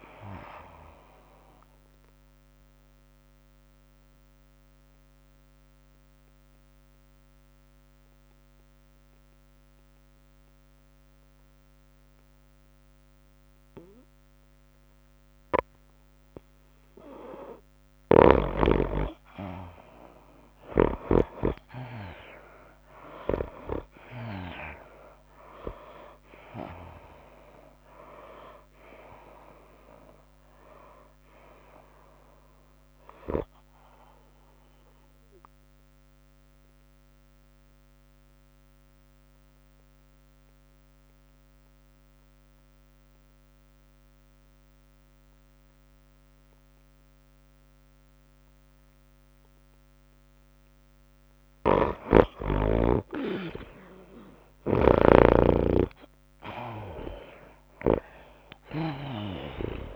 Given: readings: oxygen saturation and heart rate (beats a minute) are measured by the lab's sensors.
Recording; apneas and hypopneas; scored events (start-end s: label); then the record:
breathing in sleep by a microphone on the trachea; 2
0.00-6.50 s: tachycardia (device-marked, heart rate 105 extreme)
0.00-13.50 s: oxygen desaturation (device-marked, oxygen 87% lowest, heart rate 86 extreme)
3.50-18.50 s: obstructive apnea (oxygen 99% before, 83% lowest, heart rate 99 before, 86 extreme, up 13 after)
16.50-18.50 s: long interval between heartbeats (device-marked, heart rate 100 before, 87 extreme)
18.50-22.00 s: snoring (device-marked)
23.00-27.00 s: arousal
23.50-37.50 s: tachycardia (device-marked, heart rate 99 before, 104 extreme)
23.50-39.50 s: oxygen desaturation (device-marked, oxygen 96% before, 85% lowest, heart rate 96 before, 95 extreme)
25.50-38.50 s: drop in pulse transit time (device-marked, heart rate 96 before, 100 extreme)
37.00-52.00 s: obstructive apnea (oxygen 96% before, 82% lowest, heart rate 97 before, 95 extreme, up 5 after)
52.50-59.96 s: snoring (device-marked)
53.50-59.96 s: oxygen desaturation (device-marked, oxygen 97% before, 83% lowest, heart rate 99 before, 95 extreme)
55.00-58.50 s: arousal
57.50-59.96 s: tachycardia (device-marked, heart rate 99 before, 103 extreme)
58.50-59.96 s: drop in pulse transit time (device-marked, heart rate 97 before, 99 extreme)
From the record:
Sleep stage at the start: N2 (light sleep); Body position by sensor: on the right side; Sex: female